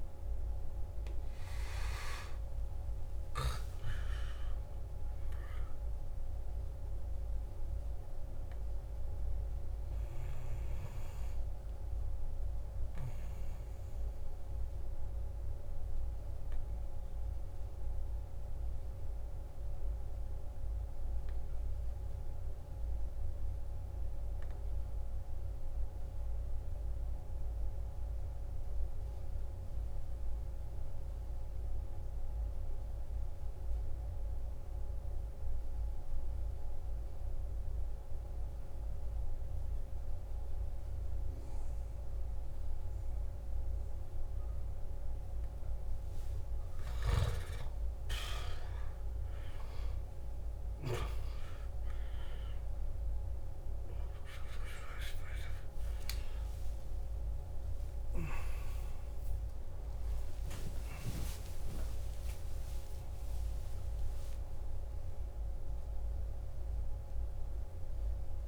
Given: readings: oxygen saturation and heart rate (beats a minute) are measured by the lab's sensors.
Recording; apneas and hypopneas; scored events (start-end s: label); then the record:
breathing in sleep by a room microphone; 1
0.00-18.50 s: oxygen desaturation (device-marked, oxygen 90% lowest, heart rate 53 extreme)
14.00-46.00 s: obstructive apnea (oxygen 95% before, 90% lowest, heart rate 61 before, 53 extreme, up 14 after)
40.50-48.50 s: oxygen desaturation (device-marked, oxygen 98% before, 94% lowest, heart rate 55 before, 56 extreme)
47.00-52.00 s: arousal
57.50-68.48 s: new sleep stage, N1 (lightest sleep)
From the record:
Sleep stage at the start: N2 (light sleep); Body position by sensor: on the back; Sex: male